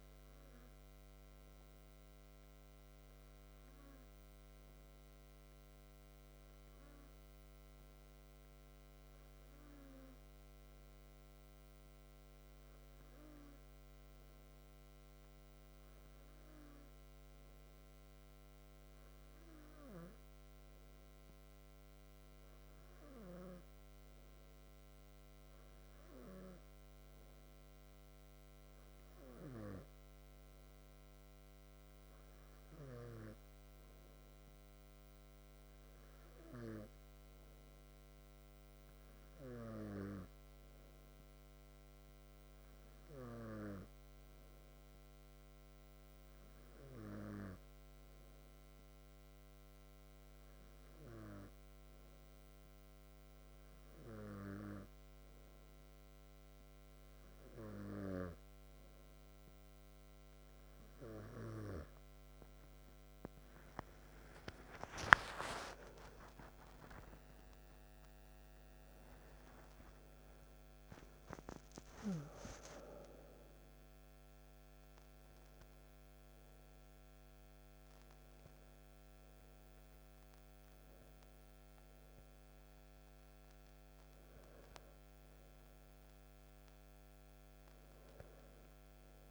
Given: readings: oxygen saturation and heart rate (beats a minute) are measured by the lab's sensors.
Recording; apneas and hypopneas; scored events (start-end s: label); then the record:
breathing in sleep by a microphone on the trachea; none
64.50-71.00 s: arousal
From the record:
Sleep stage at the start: N2 (light sleep); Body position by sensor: on the back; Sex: male